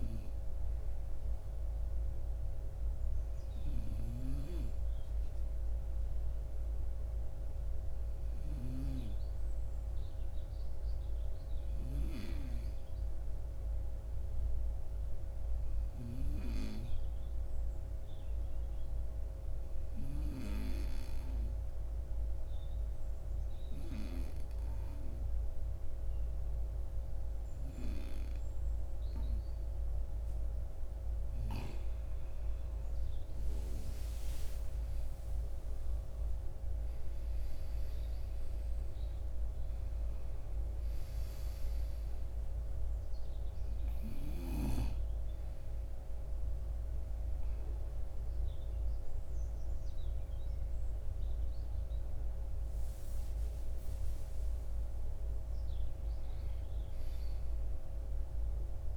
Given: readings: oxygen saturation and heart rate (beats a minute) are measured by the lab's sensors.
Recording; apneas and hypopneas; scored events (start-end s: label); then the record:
breathing in sleep by a room microphone; 1
12.50-29.50 s: obstructive apnea (oxygen 97% before, 92% lowest, heart rate 56 before, 53 extreme, up 12 after)
32.50-58.97 s: oxygen desaturation (device-marked, oxygen 96% before, 92% lowest, heart rate 55 before, 50 extreme)
33.00-37.00 s: arousal
From the record:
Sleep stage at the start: N2 (light sleep); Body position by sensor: on the right side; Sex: male